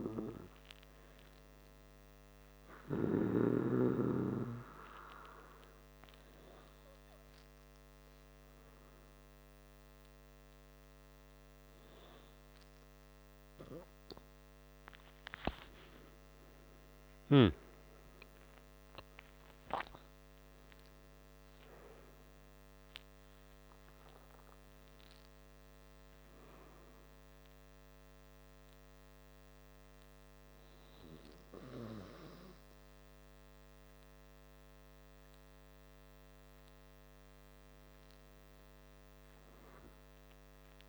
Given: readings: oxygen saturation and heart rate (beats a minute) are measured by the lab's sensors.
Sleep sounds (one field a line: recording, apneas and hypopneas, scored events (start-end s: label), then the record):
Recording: breathing in sleep by a microphone on the trachea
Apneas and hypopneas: none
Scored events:
16.00-20.50 s: arousal
From the record:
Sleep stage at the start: N2 (light sleep)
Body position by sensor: on the back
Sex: male